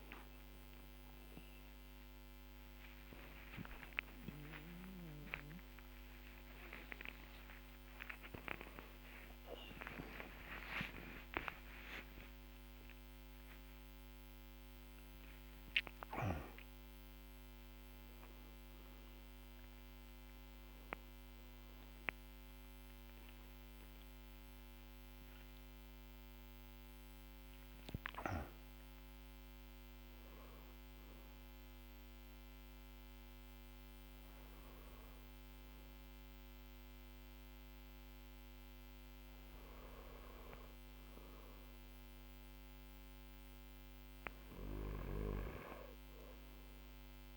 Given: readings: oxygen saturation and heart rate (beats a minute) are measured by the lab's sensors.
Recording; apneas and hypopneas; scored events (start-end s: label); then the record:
a person awake in a sleep study, by a microphone on the trachea; none
0.00-15.00 s: tachycardia (device-marked, heart rate 197 extreme)
18.00-25.00 s: tachycardia (device-marked, heart rate 58 before, 129 extreme)
42.00-47.37 s: new sleep stage, N2 (light sleep)
From the record:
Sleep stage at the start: awake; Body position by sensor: on the back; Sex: male